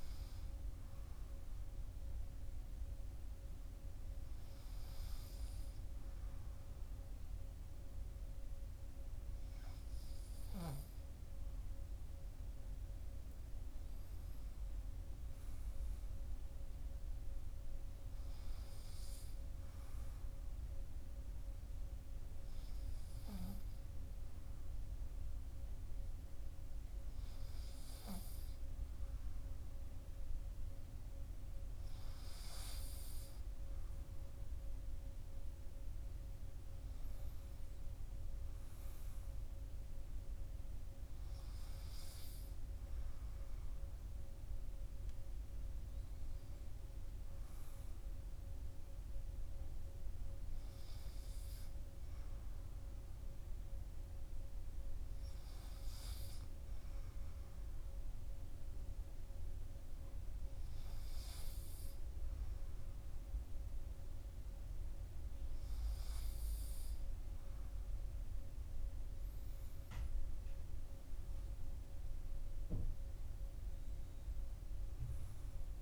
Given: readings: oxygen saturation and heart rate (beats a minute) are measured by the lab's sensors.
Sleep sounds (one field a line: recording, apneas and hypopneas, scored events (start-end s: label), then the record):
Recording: breathing in sleep, hard to hear, by a room microphone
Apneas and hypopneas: none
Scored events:
none scored
From the record:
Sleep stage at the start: N2 (light sleep)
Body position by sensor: on the right side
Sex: male